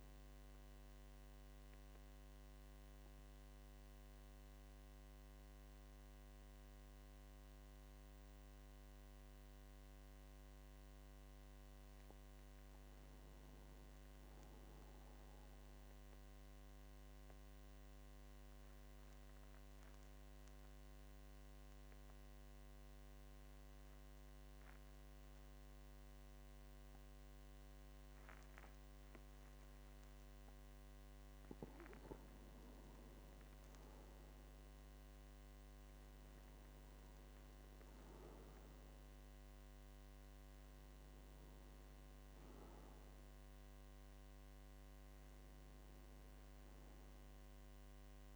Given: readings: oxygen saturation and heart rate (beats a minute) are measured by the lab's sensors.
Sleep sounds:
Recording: breathing in sleep, hard to hear, by a microphone on the trachea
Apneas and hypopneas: 2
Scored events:
0.00-7.50 s: oxygen desaturation (device-marked, oxygen 91% lowest, heart rate 49 extreme)
1.00-11.00 s: central apnea (oxygen 96% before, 91% lowest, heart rate 54 before, 49 extreme, up 4 after)
12.50-15.00 s: arousal
17.50-30.50 s: obstructive apnea (oxygen 99% before, 91% lowest, heart rate 50 before, 48 extreme, up 5 after)
33.00-37.00 s: arousal
37.50-48.35 s: oxygen desaturation (device-marked, oxygen 97% before, 91% lowest, heart rate 51 before, 48 extreme)
From the record:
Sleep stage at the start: N2 (light sleep)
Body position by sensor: on the back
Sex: male

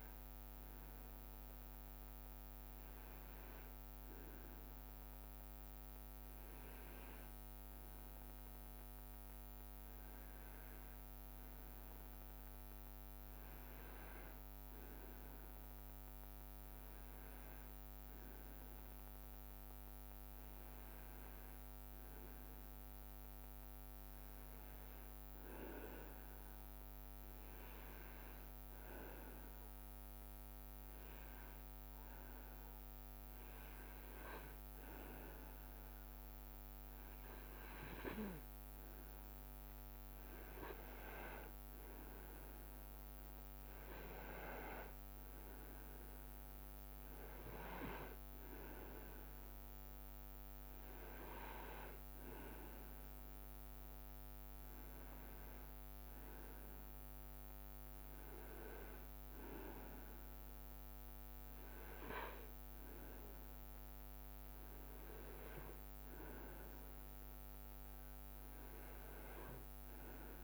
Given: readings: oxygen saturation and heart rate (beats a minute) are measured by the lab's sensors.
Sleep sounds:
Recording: breathing in sleep by a microphone on the trachea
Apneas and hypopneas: 1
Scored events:
0.50-70.44 s: new sleep stage, N2 (light sleep)
10.00-13.00 s: leg movement (device-marked)
28.00-39.50 s: obstructive apnea (oxygen 98% before, 95% lowest, heart rate 70 before, 71 extreme, up 1 after)
43.00-47.00 s: arousal
54.00-56.50 s: leg movement (device-marked)
From the record:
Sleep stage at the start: N1 (lightest sleep)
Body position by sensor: on the right side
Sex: male

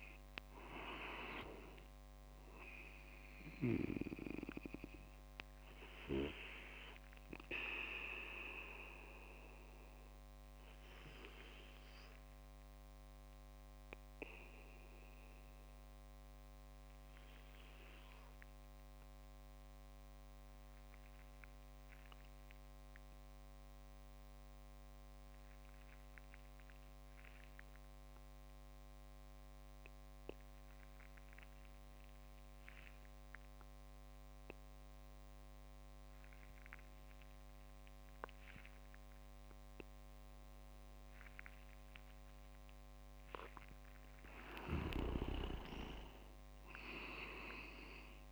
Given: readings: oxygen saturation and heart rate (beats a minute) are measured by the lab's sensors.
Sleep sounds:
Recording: breathing in sleep by a microphone on the trachea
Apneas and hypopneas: 1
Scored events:
0.00-5.00 s: oxygen desaturation (device-marked, oxygen 95% lowest)
6.00-43.50 s: obstructive apnea (oxygen 99% before, 93% lowest)
39.00-48.32 s: oxygen desaturation (device-marked, oxygen 98% before, 93% lowest)
44.50-46.50 s: leg movement (device-marked)
45.50-48.32 s: arousal
From the record:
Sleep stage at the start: N2 (light sleep)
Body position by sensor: on the back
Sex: male

